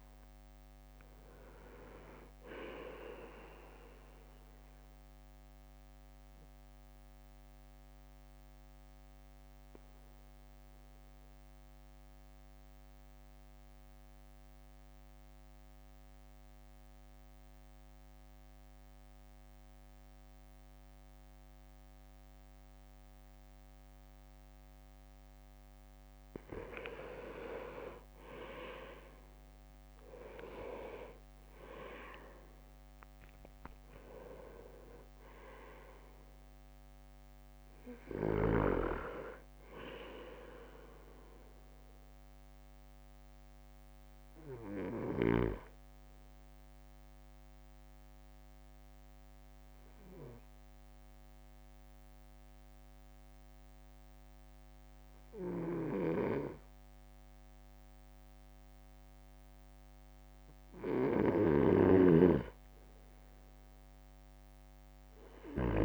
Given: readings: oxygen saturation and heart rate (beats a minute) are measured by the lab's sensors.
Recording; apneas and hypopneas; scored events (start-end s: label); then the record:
breathing in sleep by a microphone on the trachea; 2
0.00-7.50 s: drop in pulse transit time (device-marked, heart rate 53 extreme)
5.50-26.00 s: obstructive apnea (oxygen 99% before, 97% lowest, heart rate 56 before, 52 extreme, up 7 after)
28.50-32.50 s: leg movement (device-marked)
29.50-42.50 s: drop in pulse transit time (device-marked, heart rate 54 before, 56 extreme)
30.50-35.00 s: arousal
46.50-61.00 s: obstructive apnea (oxygen 99% before, 96% lowest, heart rate 58 before, 53 extreme, up 6 after)
55.50-65.85 s: snoring (device-marked)
63.50-65.85 s: arousal
From the record:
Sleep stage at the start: N2 (light sleep); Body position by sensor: on the right side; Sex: male